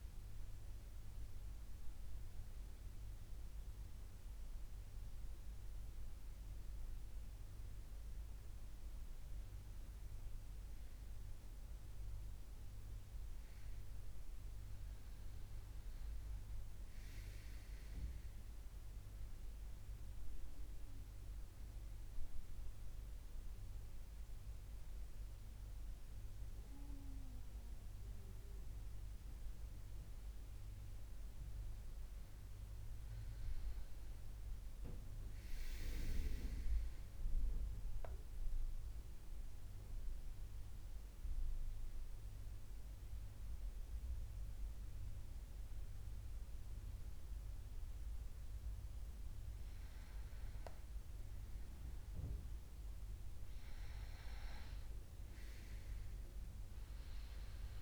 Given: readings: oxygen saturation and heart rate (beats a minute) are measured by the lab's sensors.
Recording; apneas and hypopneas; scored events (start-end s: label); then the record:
breathing in sleep, hard to hear, by a room microphone; 1
40.00-53.00 s: hypopnea (oxygen 98% before, 94% lowest, heart rate 83 before, 77 extreme, up 3 after)
55.00-57.82 s: arousal
From the record:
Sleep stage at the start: N2 (light sleep); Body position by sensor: on the right side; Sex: male